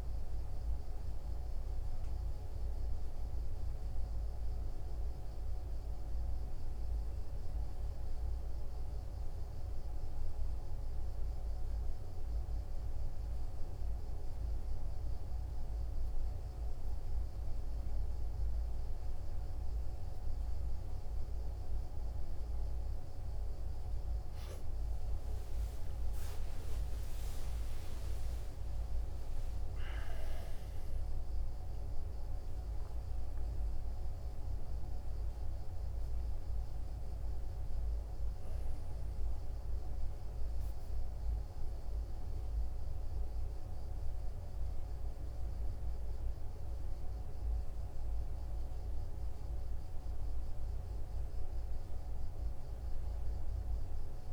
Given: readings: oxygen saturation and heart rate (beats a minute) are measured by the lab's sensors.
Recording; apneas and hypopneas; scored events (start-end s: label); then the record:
a person awake in a sleep study, hard to hear, by a room microphone; none
none scored
From the record:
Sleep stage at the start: awake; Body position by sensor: on the right side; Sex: male